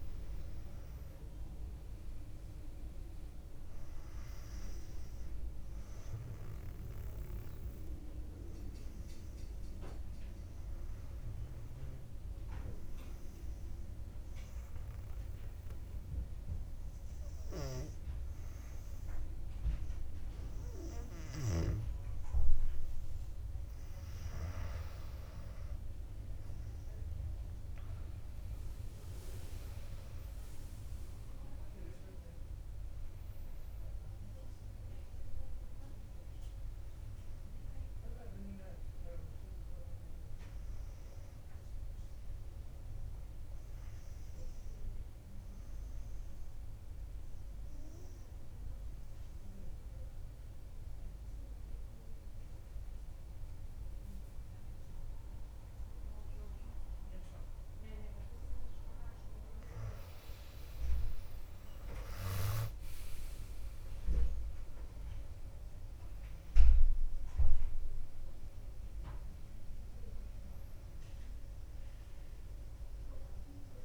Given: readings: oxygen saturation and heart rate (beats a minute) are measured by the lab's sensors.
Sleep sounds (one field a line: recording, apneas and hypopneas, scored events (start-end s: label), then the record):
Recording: breathing in sleep by a room microphone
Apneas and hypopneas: 2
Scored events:
0.00-1.50 s: arousal
5.50-19.00 s: hypopnea (oxygen 99% before, 95% lowest, heart rate 61 before, 57 extreme, up 2 after)
17.00-73.85 s: new sleep stage, N2 (light sleep)
27.50-34.50 s: arousal
45.00-58.50 s: obstructive apnea (oxygen 99% before, 94% lowest, heart rate 63 before, 55 extreme, up 7 after)
61.00-73.00 s: drop in pulse transit time (device-marked, heart rate 59 before, 61 extreme)
62.00-68.50 s: arousal
63.00-73.85 s: oxygen desaturation (device-marked, oxygen 100% before, 94% lowest, heart rate 59 before, 55 extreme)
From the record:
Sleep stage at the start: REM sleep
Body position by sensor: on the back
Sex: female